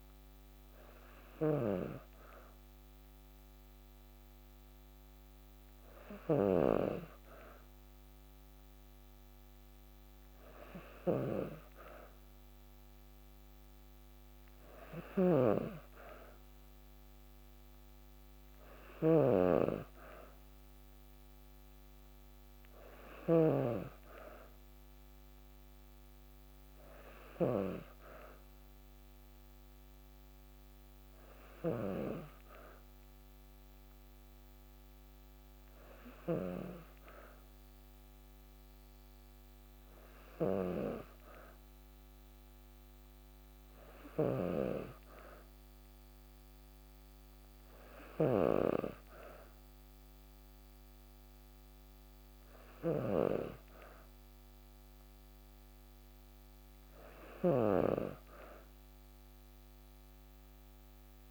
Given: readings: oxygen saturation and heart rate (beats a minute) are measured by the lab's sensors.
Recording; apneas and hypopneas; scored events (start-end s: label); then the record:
breathing in sleep by a microphone on the trachea; none
0.00-61.31 s: snoring (device-marked)
From the record:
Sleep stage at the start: N2 (light sleep); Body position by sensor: on the back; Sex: female